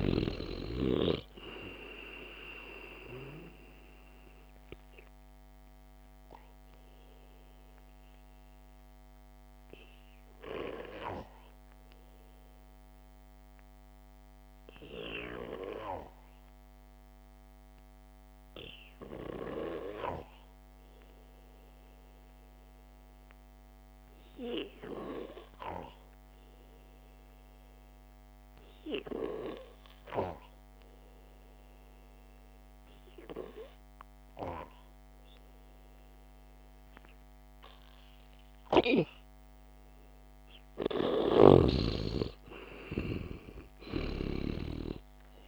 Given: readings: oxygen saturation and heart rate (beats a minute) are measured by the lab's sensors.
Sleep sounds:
breathing in sleep by a microphone on the trachea; 1
4.00-41.00 s: hypopnea (oxygen 98% before, 93% lowest, heart rate 56 before, 53 extreme, up 5 after)
41.50-45.48 s: snoring (device-marked)
42.50-45.48 s: arousal
From the record:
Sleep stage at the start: N2 (light sleep); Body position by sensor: on the back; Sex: male

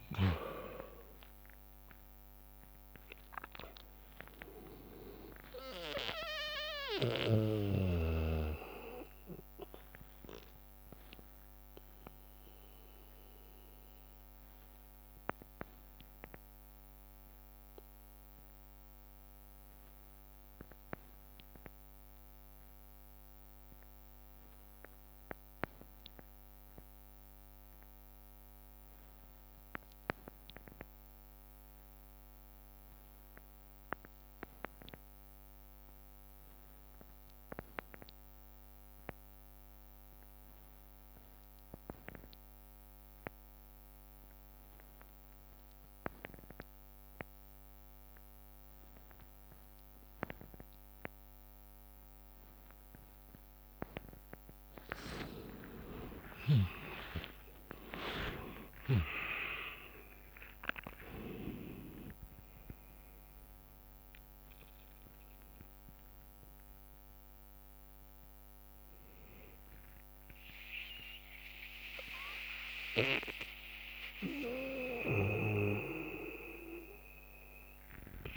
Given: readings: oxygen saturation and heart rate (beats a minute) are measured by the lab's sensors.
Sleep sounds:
breathing in sleep by a microphone on the trachea; 1
0.00-1.50 s: tachycardia (device-marked, heart rate 125 extreme)
0.00-2.00 s: long interval between heartbeats (device-marked, heart rate 66 before, 122 extreme)
0.00-2.50 s: arousal
0.00-9.50 s: drop in pulse transit time (device-marked, heart rate 70 extreme)
0.00-17.50 s: oxygen desaturation (device-marked, oxygen 85% lowest, heart rate 54 extreme)
3.50-5.50 s: long interval between heartbeats (device-marked, heart rate 79 before, 94 extreme)
7.50-27.50 s: bradycardia (device-marked, heart rate 67 before, 54 extreme)
12.00-55.00 s: obstructive apnea (oxygen 98% before, 80% lowest, heart rate 86 before, 56 extreme, up 30 after)
29.50-42.50 s: bradycardia (device-marked, heart rate 66 before, 57 extreme)
36.50-77.50 s: oxygen desaturation (device-marked, oxygen 99% before, 80% lowest, heart rate 58 before, 57 extreme)
54.50-56.50 s: long interval between heartbeats (device-marked, heart rate 60 before, 80 extreme)
55.50-60.50 s: arousal
57.50-69.50 s: drop in pulse transit time (device-marked, heart rate 63 before, 67 extreme)
72.50-74.50 s: long interval between heartbeats (device-marked, heart rate 76 before, 65 extreme)
75.00-78.37 s: snoring (device-marked)
76.50-78.37 s: long interval between heartbeats (device-marked, heart rate 75 before, 81 extreme)
From the record:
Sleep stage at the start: N2 (light sleep); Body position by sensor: on the back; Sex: male

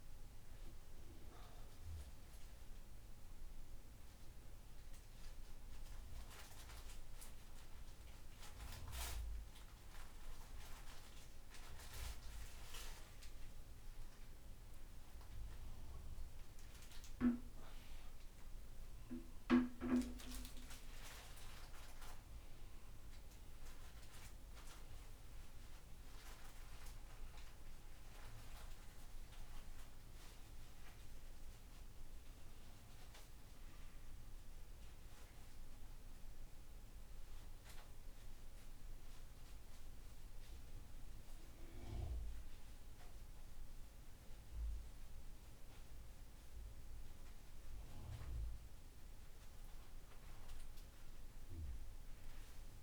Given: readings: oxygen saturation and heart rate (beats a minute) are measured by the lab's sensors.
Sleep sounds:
a person awake in a sleep study, by a room microphone; none
none scored
From the record:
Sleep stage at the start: awake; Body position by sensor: upright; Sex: male

